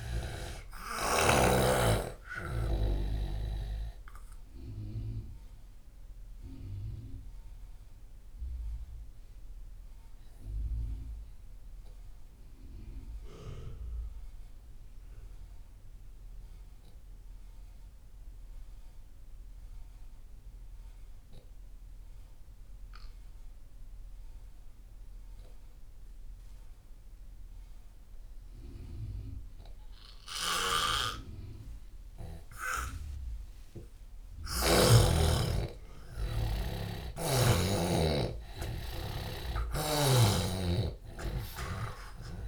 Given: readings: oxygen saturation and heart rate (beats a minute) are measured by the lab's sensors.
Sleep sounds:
breathing in sleep by a room microphone; 1
0.00-1.50 s: snoring (device-marked)
0.00-24.00 s: oxygen desaturation (device-marked, oxygen 85% lowest)
7.00-33.00 s: obstructive apnea (oxygen 98% before, 83% lowest)
30.50-35.00 s: snoring (device-marked)
34.50-39.00 s: arousal
36.00-42.48 s: oxygen desaturation (device-marked, oxygen 97% before, 83% lowest)
39.50-42.48 s: snoring (device-marked)
From the record:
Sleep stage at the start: N2 (light sleep); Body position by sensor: on the left side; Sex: male

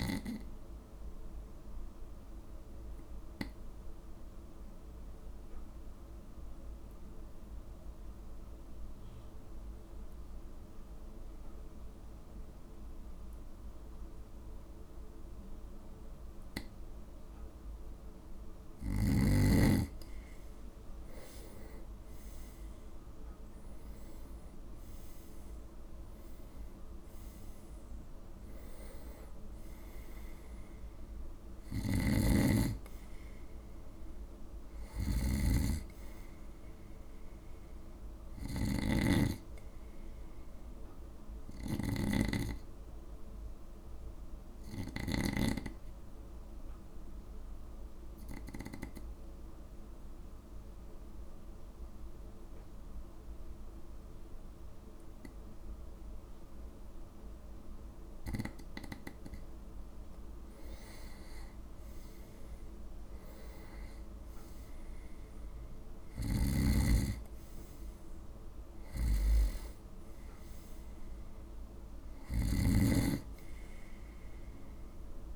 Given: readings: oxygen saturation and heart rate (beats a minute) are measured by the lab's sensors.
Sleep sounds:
breathing in sleep by a room microphone; 2
0.50-19.00 s: obstructive apnea (oxygen 97% before, 91% lowest, heart rate 56 before, 54 extreme, up 8 after)
14.50-56.50 s: oxygen desaturation (device-marked, oxygen 97% before, 91% lowest, heart rate 55 before, 53 extreme)
22.50-26.50 s: arousal
31.50-45.50 s: snoring (device-marked)
44.50-60.50 s: obstructive apnea (oxygen 96% before, 91% lowest, heart rate 59 before, 52 extreme, up 8 after)
63.00-66.50 s: arousal
66.00-75.36 s: snoring (device-marked)
From the record:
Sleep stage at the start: N2 (light sleep); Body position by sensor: on the right side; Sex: male

